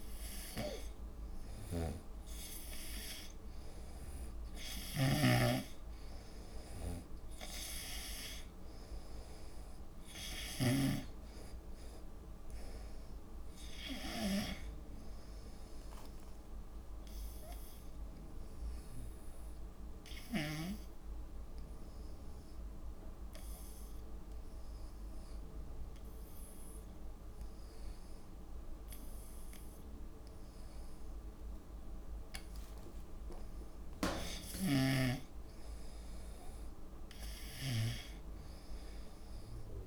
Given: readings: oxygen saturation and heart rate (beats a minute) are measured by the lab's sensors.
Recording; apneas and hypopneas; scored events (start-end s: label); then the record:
breathing in sleep by a room microphone; 1
0.00-24.50 s: oxygen desaturation (device-marked, oxygen 89% lowest, heart rate 62 extreme)
0.50-11.00 s: snoring (device-marked)
17.00-32.00 s: obstructive apnea (oxygen 96% before, 90% lowest, heart rate 70 before, 62 extreme, up 18 after)
34.00-36.00 s: long interval between heartbeats (device-marked, heart rate 66 before, 75 extreme)
34.00-38.00 s: arousal
34.50-38.00 s: snoring (device-marked)
38.50-39.87 s: oxygen desaturation (device-marked, oxygen 95% before, 90% lowest, heart rate 68 before, 65 extreme)
From the record:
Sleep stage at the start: N2 (light sleep); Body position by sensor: on the right side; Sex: female